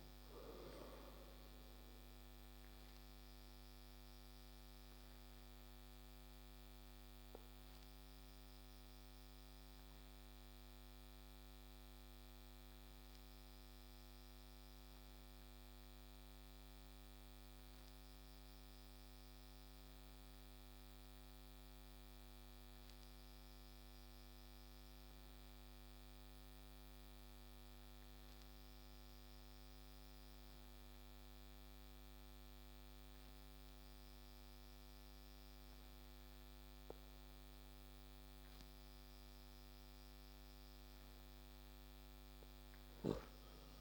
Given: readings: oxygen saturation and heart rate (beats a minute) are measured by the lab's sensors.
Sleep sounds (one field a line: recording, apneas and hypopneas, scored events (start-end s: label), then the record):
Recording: breathing in sleep, hard to hear, by a microphone on the trachea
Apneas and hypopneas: 1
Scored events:
0.00-28.50 s: oxygen desaturation (device-marked, oxygen 89% lowest)
3.50-39.00 s: obstructive apnea (oxygen 97% before, 89% lowest)
42.50-43.81 s: arousal
42.50-43.81 s: oxygen desaturation (device-marked, oxygen 96% before, 89% lowest)
From the record:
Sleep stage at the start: N2 (light sleep)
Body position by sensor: on the back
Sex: male